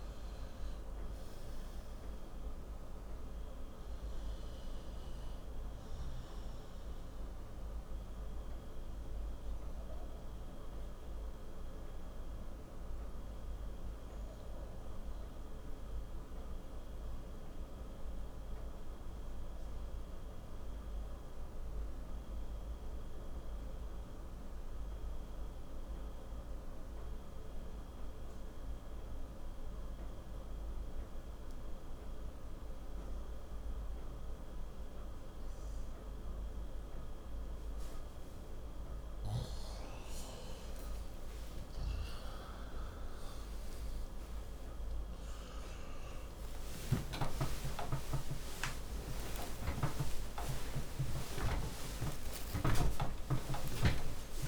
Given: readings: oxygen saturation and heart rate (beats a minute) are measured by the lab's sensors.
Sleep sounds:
a person partly awake in a sleep study, by a room microphone; 1
0.00-17.50 s: oxygen desaturation (device-marked, oxygen 89% lowest, heart rate 58 extreme)
9.50-39.00 s: obstructive apnea (oxygen 97% before, 89% lowest, heart rate 89 before, 29 extreme)
37.50-54.48 s: oxygen desaturation (device-marked, oxygen 97% before, 91% lowest, heart rate 70 before, 26 extreme)
38.50-54.48 s: new sleep stage, awake
From the record:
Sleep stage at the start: N2 (light sleep); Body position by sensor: on the left side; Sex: male

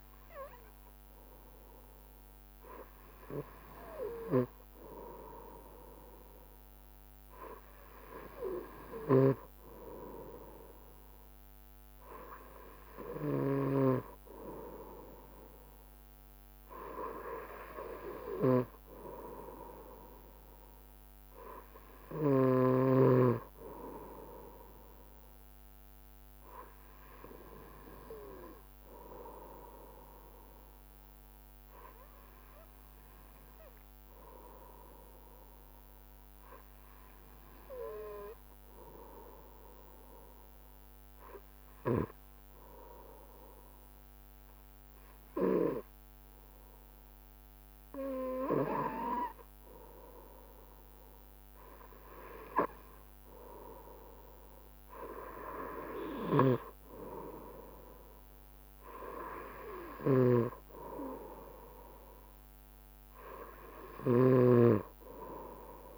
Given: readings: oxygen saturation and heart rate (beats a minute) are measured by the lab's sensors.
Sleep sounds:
breathing in sleep by a microphone on the trachea; 1
9.00-14.00 s: snoring (device-marked)
25.00-29.00 s: arousal
33.50-49.50 s: hypopnea (oxygen 95% before, 93% lowest, heart rate 70 before, 67 extreme, up 4 after)
55.00-59.00 s: arousal
60.00-65.97 s: snoring (device-marked)
From the record:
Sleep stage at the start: N2 (light sleep); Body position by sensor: on the right side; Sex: male

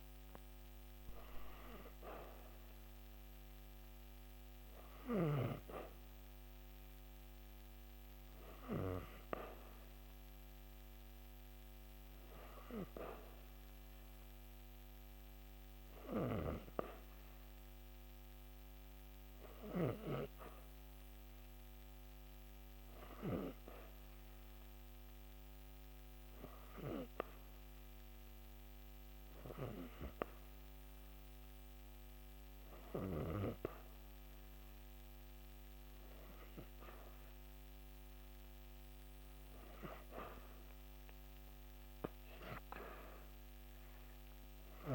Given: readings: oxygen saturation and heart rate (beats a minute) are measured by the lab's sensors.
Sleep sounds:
breathing in sleep by a microphone on the trachea; 1
4.00-27.00 s: oxygen desaturation (device-marked, oxygen 96% before, 88% lowest)
5.00-9.50 s: arousal
16.00-30.00 s: hypopnea (oxygen 97% before, 88% lowest)
32.00-35.50 s: arousal
From the record:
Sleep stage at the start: N2 (light sleep); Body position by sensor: on the back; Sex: female

